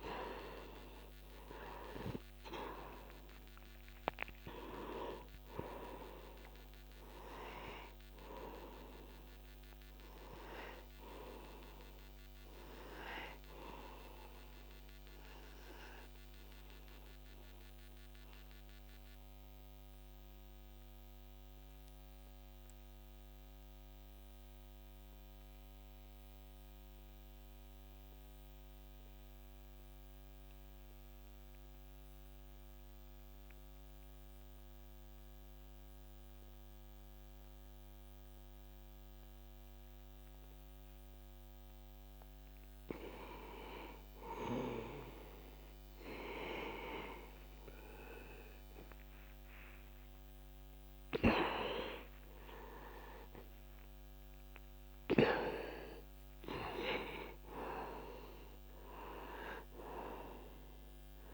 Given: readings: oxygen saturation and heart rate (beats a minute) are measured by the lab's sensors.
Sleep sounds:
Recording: breathing in sleep by a microphone on the trachea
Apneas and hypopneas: 1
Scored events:
0.00-33.00 s: oxygen desaturation (device-marked, oxygen 86% lowest, heart rate 54 extreme)
18.50-45.00 s: mixed apnea (oxygen 97% before, 85% lowest, heart rate 59 before, 57 extreme, up 1 after)
49.00-53.50 s: arousal
51.00-61.34 s: oxygen desaturation (device-marked, oxygen 98% before, 85% lowest, heart rate 65 before, 47 extreme)
From the record:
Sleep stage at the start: N2 (light sleep)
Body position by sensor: on the back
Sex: male

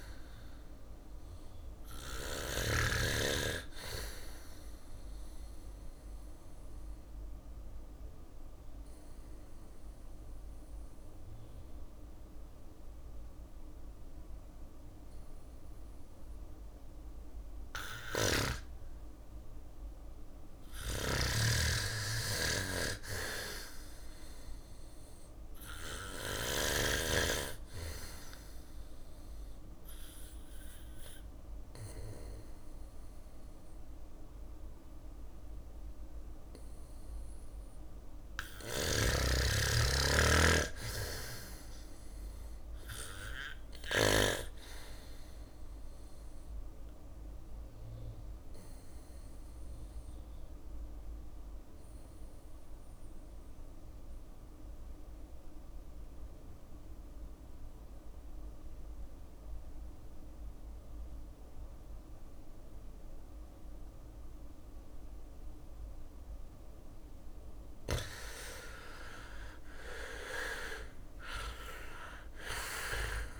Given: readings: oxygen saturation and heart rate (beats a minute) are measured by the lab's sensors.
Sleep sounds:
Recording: breathing in sleep by a room microphone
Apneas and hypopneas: 3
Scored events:
5.50-14.50 s: bradycardia (device-marked, heart rate 62 before, 57 extreme)
5.50-16.00 s: obstructive apnea (oxygen 99% before, 92% lowest, heart rate 61 before, 57 extreme, up 6 after)
16.50-20.00 s: arousal
19.50-26.00 s: snoring (device-marked)
23.50-39.50 s: oxygen desaturation (device-marked, oxygen 98% before, 94% lowest, heart rate 60 before, 57 extreme)
28.50-38.50 s: obstructive apnea (oxygen 98% before, 86% lowest, heart rate 60 before, 57 extreme, up 3 after)
41.00-45.00 s: arousal
42.50-60.50 s: drop in pulse transit time (device-marked, heart rate 63 before, 57 extreme)
47.50-67.50 s: obstructive apnea (oxygen 98% before, 86% lowest, heart rate 64 before, 55 extreme, up 9 after)
48.50-67.50 s: bradycardia (device-marked, heart rate 62 before, 55 extreme)
69.50-73.00 s: arousal
70.50-73.40 s: oxygen desaturation (device-marked, oxygen 96% before, 86% lowest, heart rate 57 before, 57 extreme)
From the record:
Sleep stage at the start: N2 (light sleep)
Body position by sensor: on the back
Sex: male

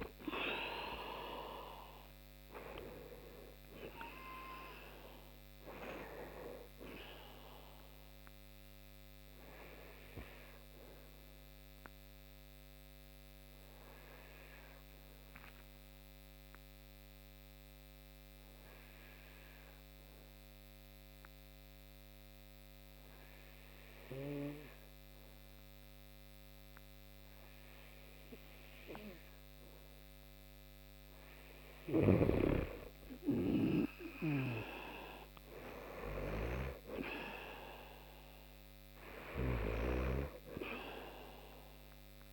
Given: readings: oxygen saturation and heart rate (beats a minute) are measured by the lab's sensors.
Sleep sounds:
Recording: breathing in sleep by a microphone on the trachea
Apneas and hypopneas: 1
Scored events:
0.00-25.00 s: oxygen desaturation (device-marked, oxygen 95% before, 89% lowest)
9.00-28.50 s: obstructive apnea (oxygen 95% before, 88% lowest)
30.50-34.00 s: arousal
33.50-39.00 s: snoring (device-marked)
37.00-42.33 s: oxygen desaturation (device-marked, oxygen 97% before, 90% lowest)
From the record:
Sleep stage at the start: N2 (light sleep)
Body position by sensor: on the right side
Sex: male

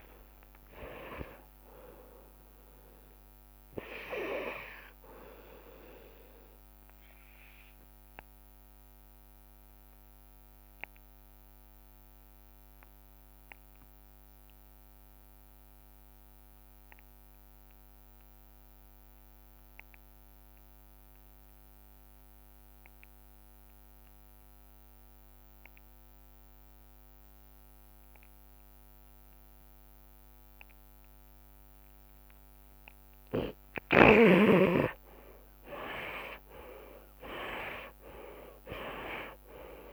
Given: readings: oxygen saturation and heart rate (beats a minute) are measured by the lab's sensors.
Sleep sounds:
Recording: breathing in sleep by a microphone on the trachea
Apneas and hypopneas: 1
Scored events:
0.00-6.00 s: oxygen desaturation (device-marked, oxygen 87% lowest)
1.00-3.00 s: long interval between heartbeats (device-marked, heart rate 77 before, 65 extreme)
8.00-27.00 s: oxygen desaturation (device-marked, oxygen 89% before, 82% lowest)
8.00-34.00 s: obstructive apnea (oxygen 93% before, 67% lowest)
15.00-23.00 s: tachycardia (device-marked, heart rate 80 before, 135 extreme)
27.00-29.00 s: long interval between heartbeats (device-marked)
29.00-39.93 s: oxygen desaturation (device-marked, oxygen 97% before, 67% lowest)
35.00-39.93 s: arousal
From the record:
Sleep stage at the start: REM sleep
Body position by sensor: on the left side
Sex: male

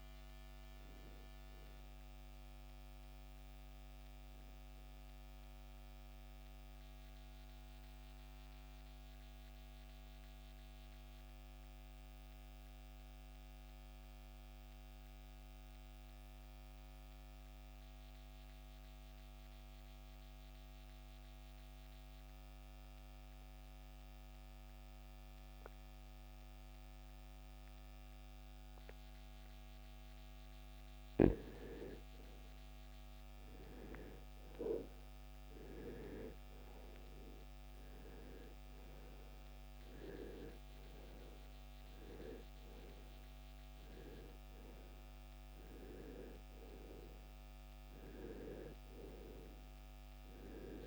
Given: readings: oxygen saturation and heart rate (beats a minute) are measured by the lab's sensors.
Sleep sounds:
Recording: breathing in sleep by a microphone on the trachea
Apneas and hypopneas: 1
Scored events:
0.00-24.00 s: oxygen desaturation (device-marked, oxygen 82% lowest, heart rate 59 extreme)
6.00-30.50 s: mixed apnea (oxygen 96% before, 82% lowest, heart rate 76 before, 59 extreme, up 20 after)
32.00-37.50 s: arousal
44.00-50.87 s: oxygen desaturation (device-marked, oxygen 97% before, 83% lowest, heart rate 70 before, 46 extreme)
From the record:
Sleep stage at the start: REM sleep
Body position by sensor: on the right side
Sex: male

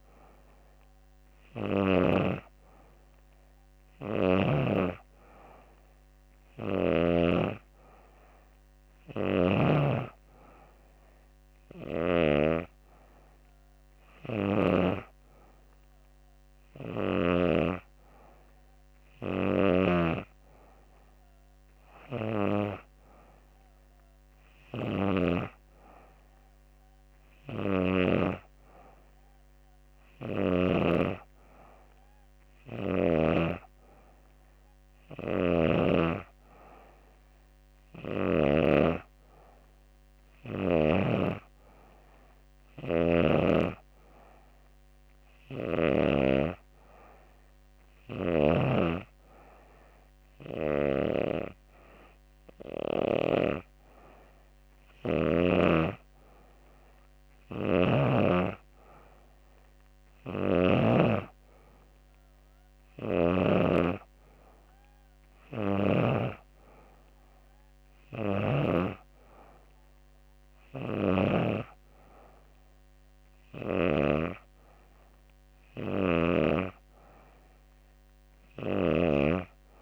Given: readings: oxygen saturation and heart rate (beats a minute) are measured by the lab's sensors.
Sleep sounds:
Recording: breathing in sleep by a microphone on the trachea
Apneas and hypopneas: none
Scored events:
34.50-45.50 s: snoring (device-marked)
56.50-60.00 s: snoring (device-marked)
From the record:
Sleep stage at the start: N2 (light sleep)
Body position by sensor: on the back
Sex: female

